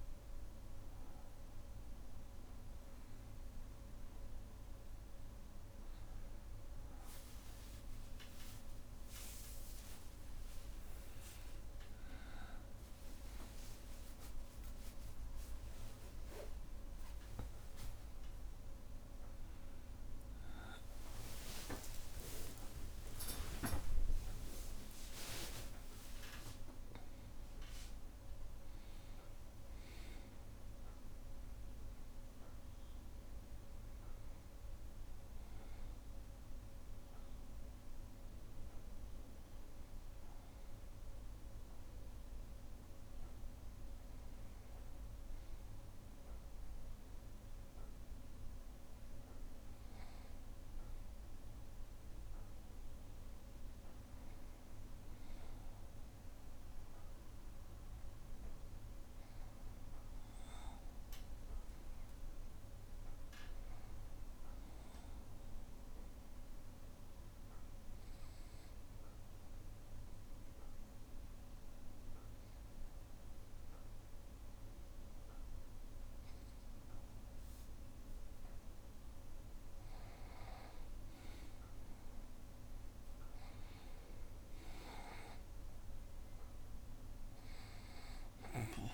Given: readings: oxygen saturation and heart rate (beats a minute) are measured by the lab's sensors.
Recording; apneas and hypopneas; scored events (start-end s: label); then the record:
a person partly awake in a sleep study, hard to hear, by a room microphone; 1
0.00-4.00 s: oxygen desaturation (device-marked, oxygen 91% lowest, heart rate 61 extreme)
15.50-17.50 s: long interval between heartbeats (device-marked, heart rate 65 before, 79 extreme)
21.50-23.50 s: long interval between heartbeats (device-marked, heart rate 71 before, 91 extreme)
22.00-25.00 s: tachycardia (device-marked, heart rate 65 before, 93 extreme)
23.50-25.50 s: long interval between heartbeats (device-marked, heart rate 74 before, 91 extreme)
25.50-27.50 s: long interval between heartbeats (device-marked, heart rate 77 before, 104 extreme)
43.00-88.94 s: new sleep stage, N2 (light sleep)
68.50-80.50 s: obstructive apnea (oxygen 99% before, 92% lowest, heart rate 63 before, 61 extreme, up 2 after)
83.50-87.50 s: arousal
From the record:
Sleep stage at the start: awake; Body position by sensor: on the back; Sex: male